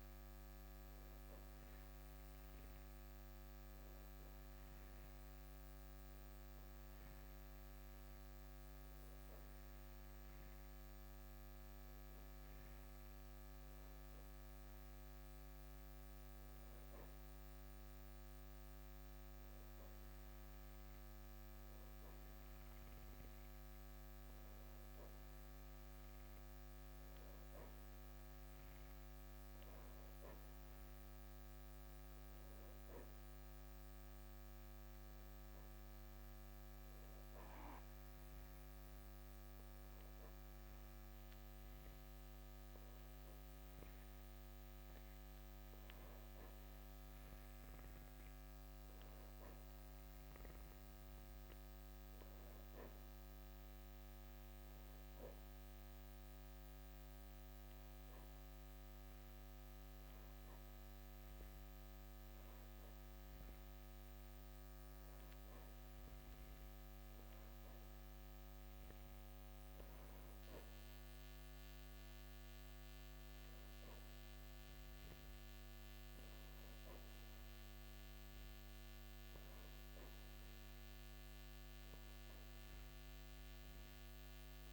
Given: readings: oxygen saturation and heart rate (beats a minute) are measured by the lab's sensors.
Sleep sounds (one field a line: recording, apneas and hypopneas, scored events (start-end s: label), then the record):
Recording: breathing in sleep, hard to hear, by a microphone on the trachea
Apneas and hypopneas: none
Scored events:
0.00-6.00 s: oxygen desaturation (device-marked, oxygen 90% lowest, heart rate 54 extreme)
From the record:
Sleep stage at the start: N2 (light sleep)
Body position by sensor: on the back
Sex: male